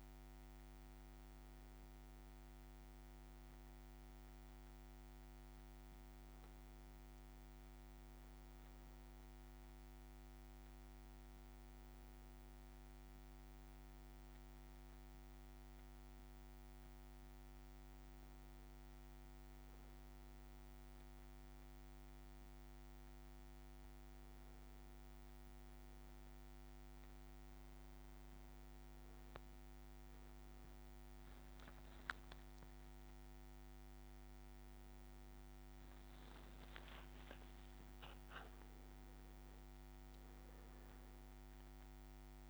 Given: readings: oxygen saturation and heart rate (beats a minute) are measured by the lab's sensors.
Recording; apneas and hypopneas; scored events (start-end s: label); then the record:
breathing in sleep, hard to hear, by a microphone on the trachea; none
27.00-29.50 s: leg movement (device-marked)
31.00-32.50 s: leg movement (device-marked)
32.00-36.50 s: arousal
35.00-39.50 s: leg movement (device-marked)
From the record:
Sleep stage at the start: N1 (lightest sleep); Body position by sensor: on the back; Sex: male